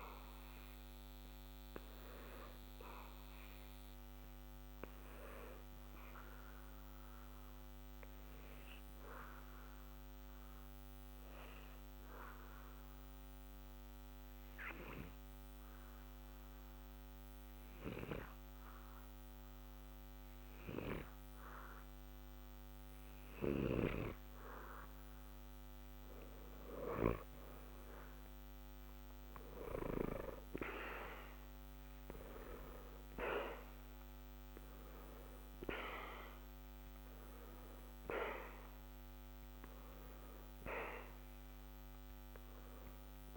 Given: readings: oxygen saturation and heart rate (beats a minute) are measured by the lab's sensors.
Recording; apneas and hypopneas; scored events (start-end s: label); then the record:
breathing in sleep by a microphone on the trachea; 1
0.00-7.00 s: oxygen desaturation (device-marked, oxygen 89% lowest, heart rate 60 extreme)
5.00-23.00 s: obstructive apnea (oxygen 93% before, 87% lowest, heart rate 60 before, 60 extreme, up 0 after)
28.50-33.50 s: arousal
From the record:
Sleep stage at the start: N2 (light sleep); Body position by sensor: on the back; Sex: male